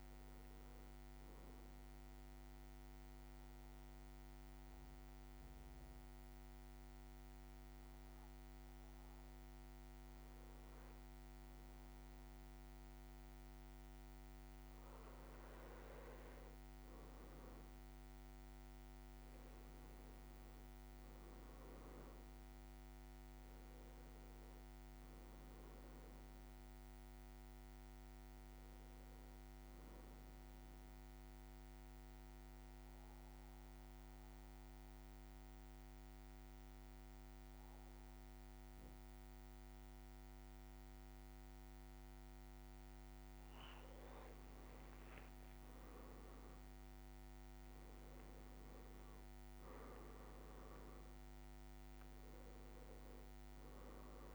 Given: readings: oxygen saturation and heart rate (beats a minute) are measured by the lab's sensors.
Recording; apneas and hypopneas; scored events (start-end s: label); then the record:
breathing in sleep, hard to hear, by a microphone on the trachea; 2
0.50-14.00 s: obstructive apnea (oxygen 98% before, 94% lowest, heart rate 56 before, 53 extreme, up 4 after)
16.50-21.00 s: arousal
21.50-43.50 s: oxygen desaturation (device-marked, oxygen 97% before, 94% lowest, heart rate 57 before, 53 extreme)
30.50-43.50 s: mixed apnea (oxygen 97% before, 94% lowest, heart rate 58 before, 53 extreme, up 10 after)
43.00-46.50 s: leg movement (device-marked)
46.00-51.50 s: arousal
50.50-54.35 s: new sleep stage, N1 (lightest sleep)
From the record:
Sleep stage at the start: N2 (light sleep); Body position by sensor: on the back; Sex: male